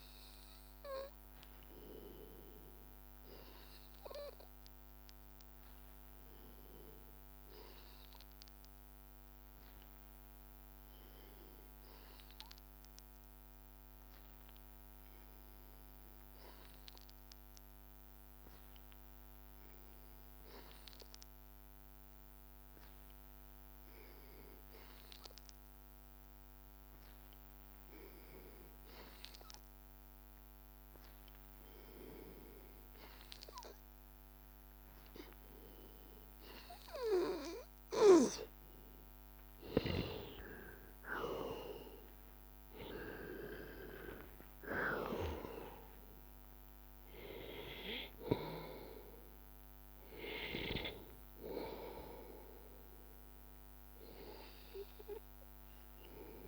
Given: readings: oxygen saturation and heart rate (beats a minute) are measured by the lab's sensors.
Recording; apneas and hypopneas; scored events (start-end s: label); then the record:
breathing in sleep by a microphone on the trachea; 1
0.00-10.50 s: oxygen desaturation (device-marked, oxygen 92% lowest, heart rate 83 extreme)
10.50-38.50 s: hypopnea (oxygen 95% before, 88% lowest, heart rate 84 before, 83 extreme, up 3 after)
29.50-56.48 s: oxygen desaturation (device-marked, oxygen 97% before, 88% lowest, heart rate 84 before, 83 extreme)
41.00-44.50 s: arousal
From the record:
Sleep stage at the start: N2 (light sleep); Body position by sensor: on the back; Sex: male